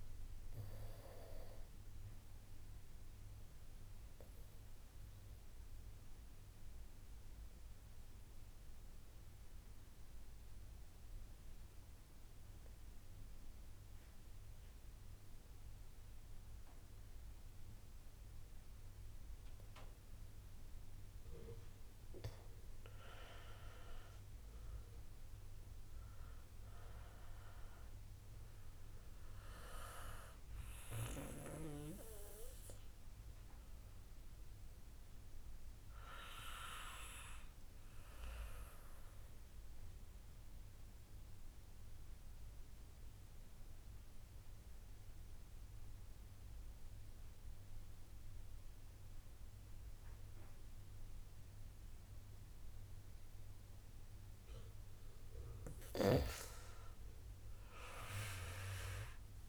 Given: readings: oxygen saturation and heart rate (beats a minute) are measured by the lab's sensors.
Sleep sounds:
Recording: breathing in sleep by a room microphone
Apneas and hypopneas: 2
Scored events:
0.00-10.50 s: oxygen desaturation (device-marked, oxygen 88% lowest)
4.00-22.00 s: obstructive apnea (oxygen 96% before, 88% lowest, heart rate 50 before, 36 extreme, up 2 after)
22.50-44.50 s: oxygen desaturation (device-marked, oxygen 97% before, 89% lowest, heart rate 68 before, 36 extreme)
24.00-27.50 s: arousal
32.50-53.50 s: obstructive apnea (oxygen 97% before, 88% lowest, heart rate 60 before, 60 extreme, up 1 after)
56.00-59.49 s: arousal
From the record:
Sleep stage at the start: N2 (light sleep)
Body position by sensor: on the back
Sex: male

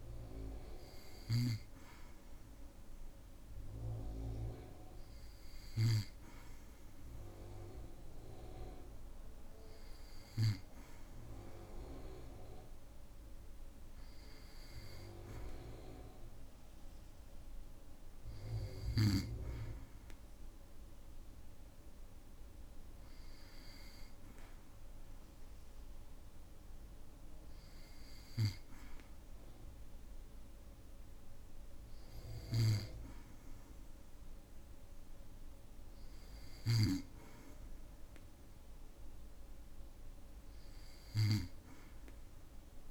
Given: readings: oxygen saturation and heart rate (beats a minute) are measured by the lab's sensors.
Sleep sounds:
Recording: breathing in sleep by a room microphone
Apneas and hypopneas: none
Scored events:
none scored
From the record:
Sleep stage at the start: N2 (light sleep)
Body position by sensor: on the back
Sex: male

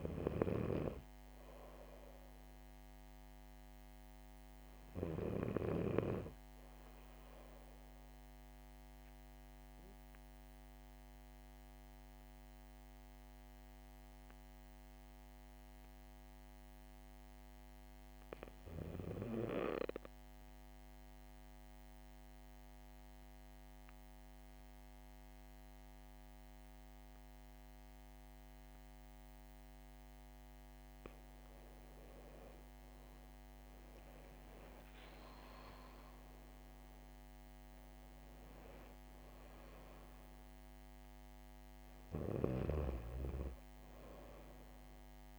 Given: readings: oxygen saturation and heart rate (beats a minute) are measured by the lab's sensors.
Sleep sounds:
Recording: breathing in sleep by a microphone on the trachea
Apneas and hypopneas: 1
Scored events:
8.50-29.50 s: obstructive apnea (oxygen 97% before, 94% lowest, heart rate 67 before, 66 extreme, up 8 after)
31.00-35.00 s: arousal
36.00-45.39 s: oxygen desaturation (device-marked, oxygen 99% before, 95% lowest, heart rate 67 before, 68 extreme)
From the record:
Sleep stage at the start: N2 (light sleep)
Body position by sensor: on the back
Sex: female

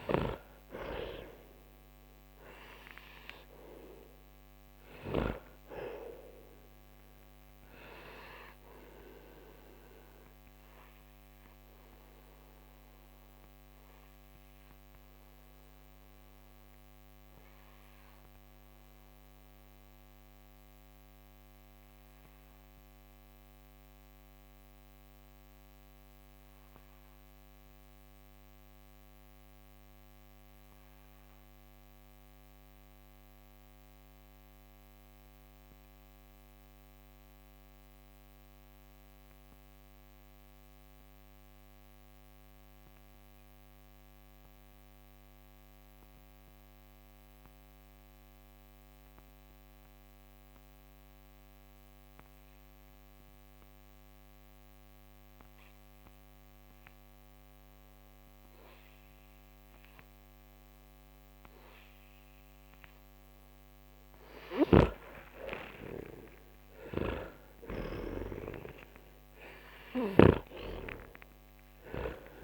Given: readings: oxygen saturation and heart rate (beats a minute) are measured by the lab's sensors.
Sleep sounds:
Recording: breathing in sleep by a microphone on the trachea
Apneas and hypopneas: 1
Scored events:
0.00-32.00 s: oxygen desaturation (device-marked, oxygen 82% lowest, heart rate 42 extreme)
8.00-66.00 s: mixed apnea (oxygen 97% before, 82% lowest, heart rate 68 before, 42 extreme, up 21 after)
59.00-72.43 s: oxygen desaturation (device-marked, oxygen 98% before, 83% lowest, heart rate 52 before, 43 extreme)
66.50-72.43 s: snoring (device-marked)
67.50-72.43 s: arousal
From the record:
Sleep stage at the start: N2 (light sleep)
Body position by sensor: on the back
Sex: male

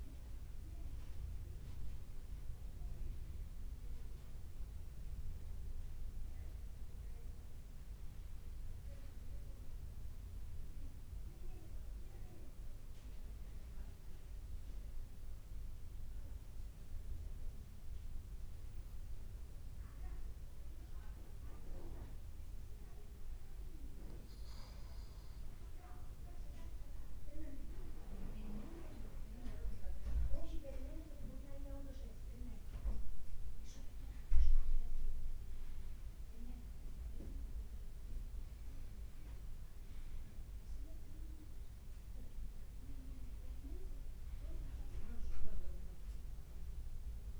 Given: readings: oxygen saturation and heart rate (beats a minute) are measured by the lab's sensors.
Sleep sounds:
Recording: breathing in sleep by a room microphone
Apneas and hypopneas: 1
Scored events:
6.50-10.50 s: arousal
14.00-24.50 s: mixed apnea (oxygen 99% before, 96% lowest, heart rate 57 before, 54 extreme, up 2 after)
25.50-47.40 s: new sleep stage, N1 (lightest sleep)
26.00-30.50 s: arousal
From the record:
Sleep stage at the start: N2 (light sleep)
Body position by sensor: on the right side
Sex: male

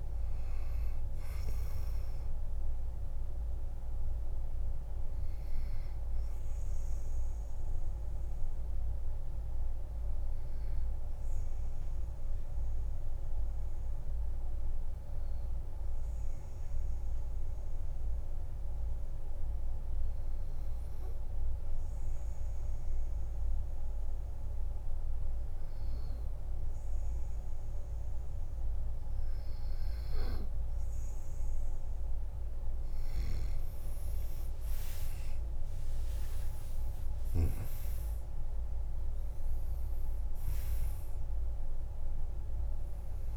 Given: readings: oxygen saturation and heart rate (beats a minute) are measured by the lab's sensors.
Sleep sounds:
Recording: breathing in sleep, hard to hear, by a room microphone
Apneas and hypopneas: 1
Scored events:
0.00-16.50 s: oxygen desaturation (device-marked, oxygen 94% lowest, heart rate 45 extreme)
6.50-31.00 s: obstructive apnea (oxygen 99% before, 92% lowest, heart rate 54 before, 45 extreme, up 25 after)
31.50-43.37 s: oxygen desaturation (device-marked, oxygen 99% before, 92% lowest, heart rate 47 before, 45 extreme)
34.50-36.50 s: long interval between heartbeats (device-marked, heart rate 47 before, 61 extreme)
35.50-39.50 s: arousal
From the record:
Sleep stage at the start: N2 (light sleep)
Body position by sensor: on the back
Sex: male

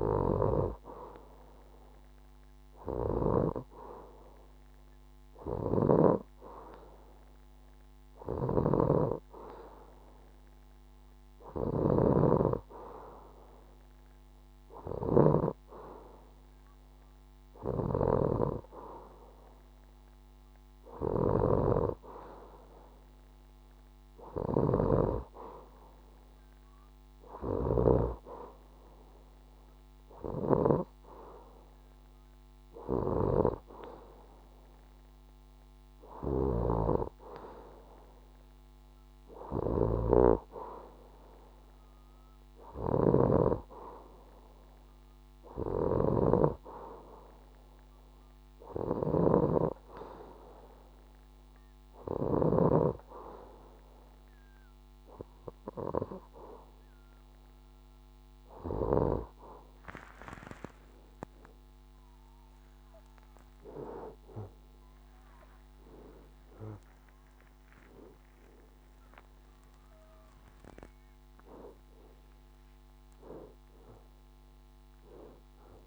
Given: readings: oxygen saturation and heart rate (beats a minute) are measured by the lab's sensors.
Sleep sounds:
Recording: breathing in sleep by a microphone on the trachea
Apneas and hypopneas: none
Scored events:
60.00-62.00 s: long interval between heartbeats (device-marked, heart rate 72 before, 90 extreme)
60.50-65.50 s: arousal
62.50-64.50 s: long interval between heartbeats (device-marked, heart rate 73 before, 99 extreme)
66.50-68.50 s: long interval between heartbeats (device-marked, heart rate 79 before, 92 extreme)
70.50-72.50 s: long interval between heartbeats (device-marked, heart rate 82 before, 92 extreme)
From the record:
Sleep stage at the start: N2 (light sleep)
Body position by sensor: on the left side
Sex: female

